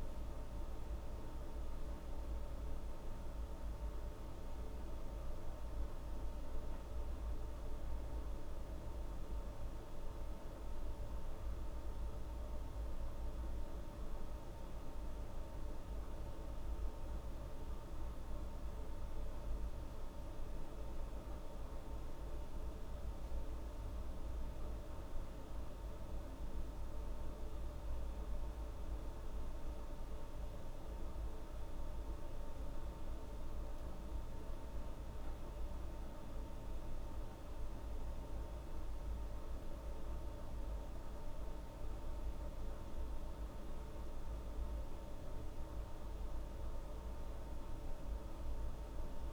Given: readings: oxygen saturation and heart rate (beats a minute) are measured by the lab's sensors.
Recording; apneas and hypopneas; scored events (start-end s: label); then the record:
a person awake in a sleep study, hard to hear, by a room microphone; none
none scored
From the record:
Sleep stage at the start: awake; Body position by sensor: on the back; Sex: female